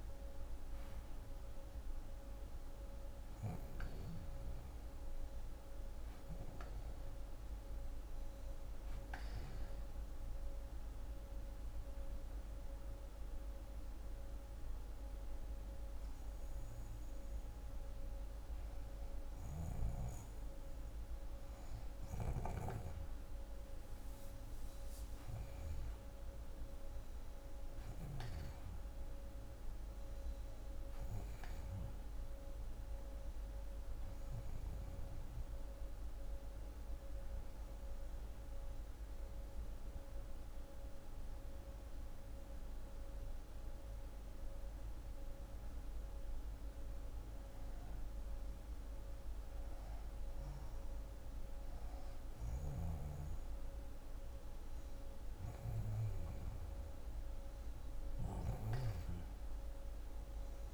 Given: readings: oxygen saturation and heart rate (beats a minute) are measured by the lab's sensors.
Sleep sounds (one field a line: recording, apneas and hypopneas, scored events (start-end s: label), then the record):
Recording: breathing in sleep, hard to hear, by a room microphone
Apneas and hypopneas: 2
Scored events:
9.50-20.50 s: hypopnea (oxygen 92% before, 90% lowest, heart rate 153 before, 88 extreme)
23.00-28.00 s: arousal
38.50-48.50 s: hypopnea (oxygen 92% before, 88% lowest, heart rate 118 before, 38 extreme)
52.00-56.50 s: arousal
From the record:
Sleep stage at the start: REM sleep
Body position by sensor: on the left side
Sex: female